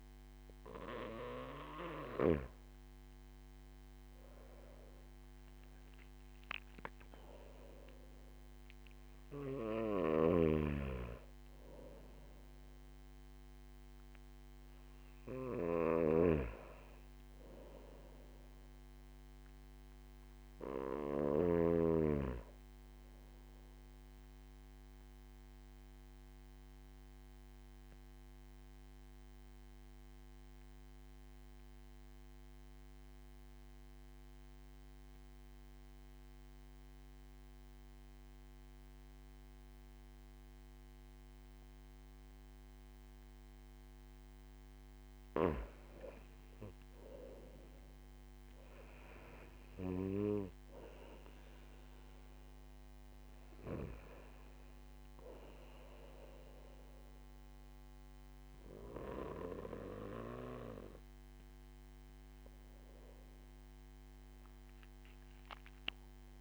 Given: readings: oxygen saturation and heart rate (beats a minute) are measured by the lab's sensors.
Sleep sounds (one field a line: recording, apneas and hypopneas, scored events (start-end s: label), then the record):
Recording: breathing in sleep by a microphone on the trachea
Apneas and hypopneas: 1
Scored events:
10.50-22.00 s: snoring (device-marked)
26.00-43.50 s: obstructive apnea (oxygen 97% before, 92% lowest)
40.00-66.41 s: oxygen desaturation (device-marked, oxygen 97% before, 92% lowest)
47.50-51.50 s: arousal
From the record:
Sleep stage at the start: N2 (light sleep)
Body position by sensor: on the back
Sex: male